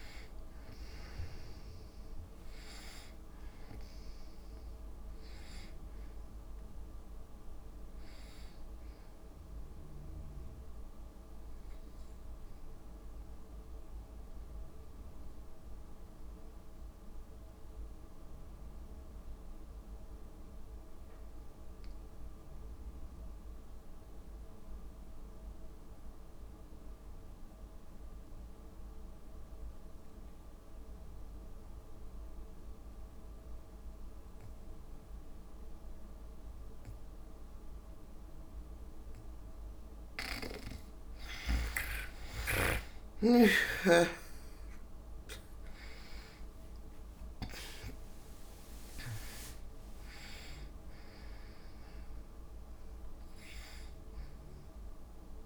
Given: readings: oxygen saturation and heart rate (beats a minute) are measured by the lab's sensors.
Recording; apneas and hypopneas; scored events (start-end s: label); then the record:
breathing in sleep by a room microphone; 1
0.00-9.00 s: oxygen desaturation (device-marked, oxygen 74% lowest, heart rate 55 extreme)
13.50-40.50 s: obstructive apnea (oxygen 93% before, 75% lowest, heart rate 81 before, 57 extreme, up 14 after)
35.00-55.46 s: oxygen desaturation (device-marked, oxygen 98% before, 75% lowest, heart rate 60 before, 57 extreme)
45.50-50.50 s: arousal
46.00-55.46 s: drop in pulse transit time (device-marked, heart rate 67 before, 66 extreme)
50.00-52.00 s: long interval between heartbeats (device-marked, heart rate 70 before, 86 extreme)
From the record:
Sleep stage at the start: N2 (light sleep); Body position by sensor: on the back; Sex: female